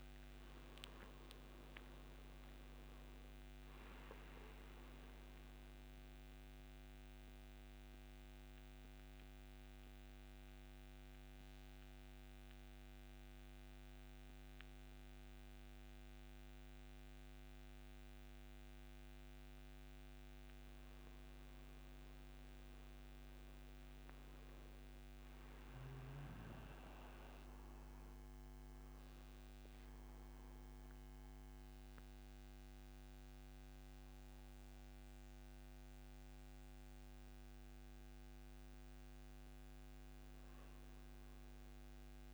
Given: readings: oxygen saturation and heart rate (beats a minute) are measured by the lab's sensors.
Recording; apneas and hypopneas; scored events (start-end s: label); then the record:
breathing in sleep, hard to hear, by a microphone on the trachea; none
22.50-39.50 s: oxygen desaturation (device-marked, oxygen 98% before, 88% lowest)
31.50-36.50 s: arousal
From the record:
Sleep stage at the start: N1 (lightest sleep); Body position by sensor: on the back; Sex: male